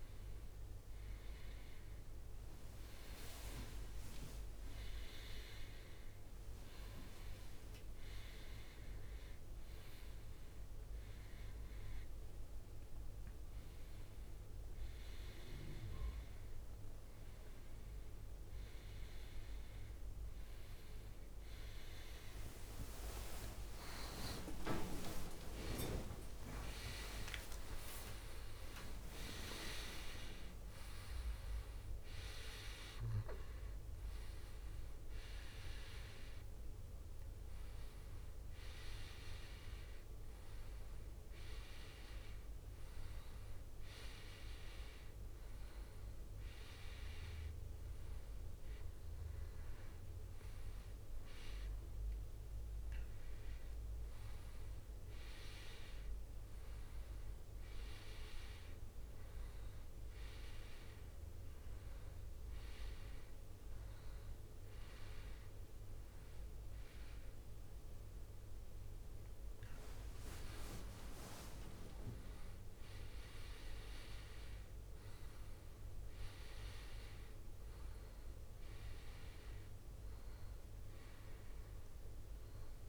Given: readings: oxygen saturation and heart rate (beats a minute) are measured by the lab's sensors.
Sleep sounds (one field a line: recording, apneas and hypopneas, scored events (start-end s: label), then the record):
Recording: breathing in sleep by a room microphone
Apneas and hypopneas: none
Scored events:
2.00-5.50 s: leg movement (device-marked)
6.00-9.50 s: leg movement (device-marked)
22.50-29.00 s: arousal
24.00-27.00 s: leg movement (device-marked)
24.50-26.50 s: long interval between heartbeats (device-marked, heart rate 81 before, 89 extreme)
24.50-29.50 s: tachycardia (device-marked, heart rate 68 before, 106 extreme)
27.00-29.00 s: long interval between heartbeats (device-marked, heart rate 82 before, 98 extreme)
29.50-31.50 s: long interval between heartbeats (device-marked, heart rate 85 before, 103 extreme)
31.50-44.50 s: drop in pulse transit time (device-marked, heart rate 88 before, 85 extreme)
69.00-73.50 s: leg movement (device-marked)
81.50-82.88 s: new sleep stage, N2 (light sleep)
From the record:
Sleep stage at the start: N1 (lightest sleep)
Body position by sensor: on the back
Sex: male